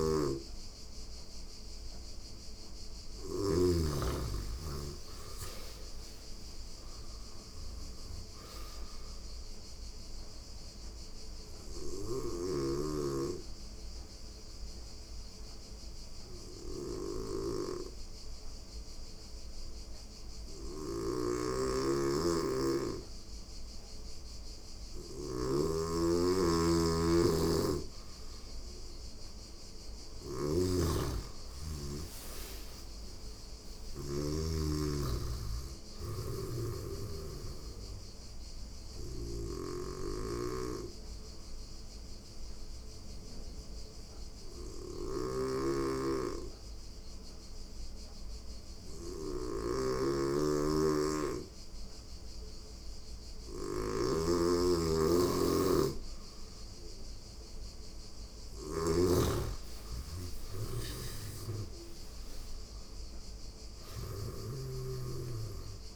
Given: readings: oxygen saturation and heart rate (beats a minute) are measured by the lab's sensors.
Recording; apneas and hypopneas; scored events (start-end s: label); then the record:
breathing in sleep by a room microphone; 2
0.00-24.50 s: snoring (device-marked)
10.50-26.50 s: oxygen desaturation (device-marked, oxygen 97% before, 90% lowest, heart rate 88 before, 87 extreme)
11.00-26.50 s: obstructive apnea (oxygen 97% before, 88% lowest, heart rate 88 before, 87 extreme, up 2 after)
26.50-33.50 s: snoring (device-marked)
29.00-32.50 s: arousal
32.50-54.50 s: oxygen desaturation (device-marked, oxygen 97% before, 88% lowest, heart rate 88 before, 86 extreme)
38.00-58.00 s: snoring (device-marked)
39.00-54.00 s: obstructive apnea (oxygen 97% before, 88% lowest, heart rate 89 before, 86 extreme, up 2 after)
56.50-60.50 s: arousal
60.00-63.50 s: snoring (device-marked)
64.50-65.96 s: oxygen desaturation (device-marked, oxygen 96% before, 88% lowest, heart rate 88 before, 87 extreme)
From the record:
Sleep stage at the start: N2 (light sleep); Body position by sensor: on the right side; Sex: female